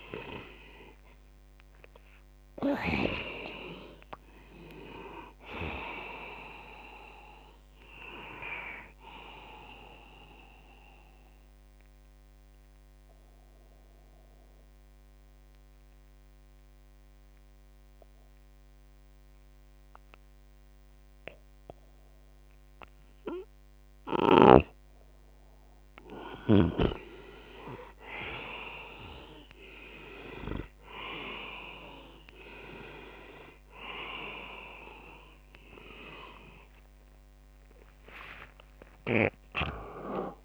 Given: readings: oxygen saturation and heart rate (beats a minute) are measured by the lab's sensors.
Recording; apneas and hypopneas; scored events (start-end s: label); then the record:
a person partly awake in a sleep study, by a microphone on the trachea; 1
0.00-2.50 s: arousal
0.00-4.50 s: oxygen desaturation (device-marked, oxygen 92% lowest, heart rate 61 extreme)
6.50-17.50 s: oxygen desaturation (device-marked, oxygen 96% before, 92% lowest, heart rate 81 before, 61 extreme)
10.50-23.50 s: obstructive apnea (oxygen 97% before, 93% lowest, heart rate 83 before, 61 extreme, up 29 after)
25.50-40.44 s: new sleep stage, awake
29.50-40.44 s: oxygen desaturation (device-marked, oxygen 98% before, 93% lowest, heart rate 78 before, 73 extreme)
From the record:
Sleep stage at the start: N2 (light sleep); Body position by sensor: on the back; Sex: male